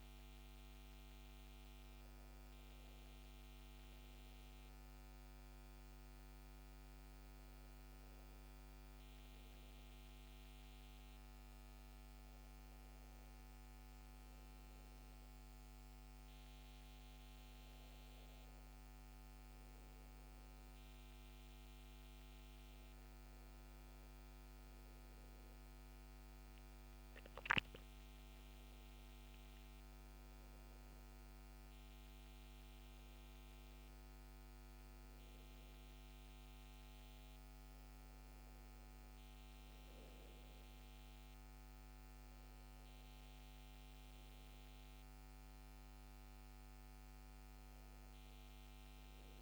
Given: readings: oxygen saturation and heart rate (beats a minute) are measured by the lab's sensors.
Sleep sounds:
breathing in sleep, hard to hear, by a microphone on the trachea; none
none scored
From the record:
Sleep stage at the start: N2 (light sleep); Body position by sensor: on the back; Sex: male

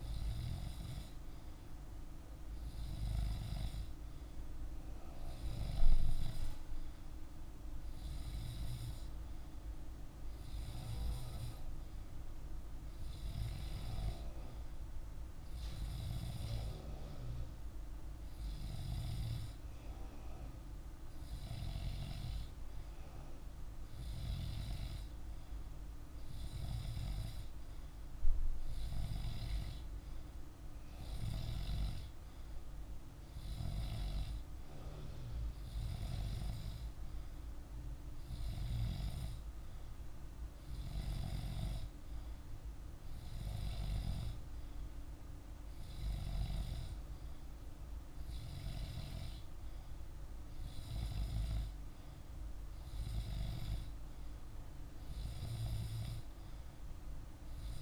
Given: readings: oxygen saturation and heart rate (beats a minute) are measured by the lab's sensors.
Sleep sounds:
breathing in sleep by a room microphone; none
none scored
From the record:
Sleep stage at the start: N2 (light sleep); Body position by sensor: on the back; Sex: male

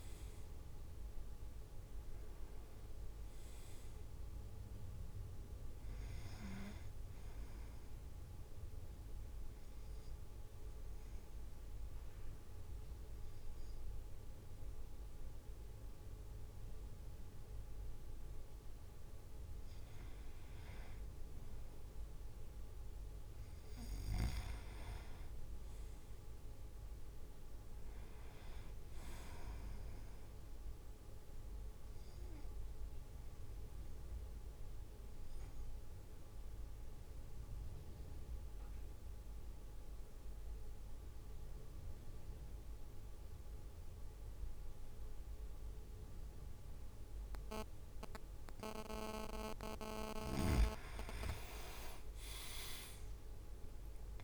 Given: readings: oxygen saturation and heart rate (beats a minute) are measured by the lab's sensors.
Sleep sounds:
breathing in sleep by a room microphone; 2
0.00-11.00 s: drop in pulse transit time (device-marked, heart rate 54 extreme)
8.00-20.00 s: mixed apnea (oxygen 99% before, 95% lowest, heart rate 55 before, 52 extreme, up 6 after)
23.00-27.50 s: arousal
25.00-36.00 s: drop in pulse transit time (device-marked, heart rate 55 before, 52 extreme)
32.50-49.50 s: obstructive apnea (oxygen 99% before, 95% lowest, heart rate 56 before, 52 extreme, up 5 after)
From the record:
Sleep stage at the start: N2 (light sleep); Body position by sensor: on the back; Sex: male

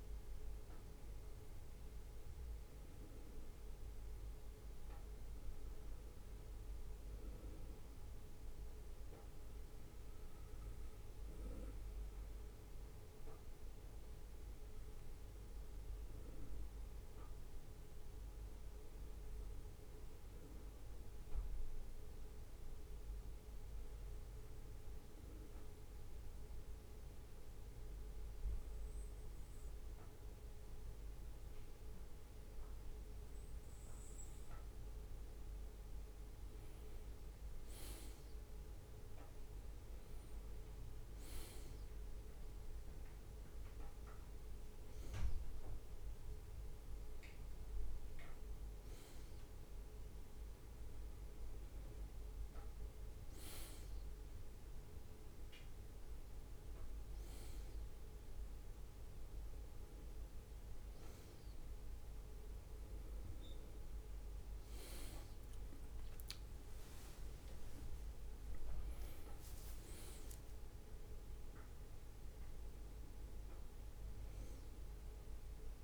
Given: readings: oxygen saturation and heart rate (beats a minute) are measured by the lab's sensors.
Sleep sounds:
breathing in sleep, hard to hear, by a room microphone; 1
0.00-33.00 s: bradycardia (device-marked, heart rate 57 extreme)
5.00-9.00 s: arousal
25.00-36.00 s: obstructive apnea (oxygen 98% before, 96% lowest, heart rate 58 before, 57 extreme, up 3 after)
35.00-75.84 s: new sleep stage, N1 (lightest sleep)
37.50-41.50 s: arousal
40.00-53.00 s: bradycardia (device-marked, heart rate 62 before, 57 extreme)
59.00-61.00 s: bradycardia (device-marked, heart rate 62 before, 59 extreme)
65.50-68.50 s: leg movement (device-marked)
65.50-69.00 s: arousal
From the record:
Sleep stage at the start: N2 (light sleep); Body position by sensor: on the right side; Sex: male

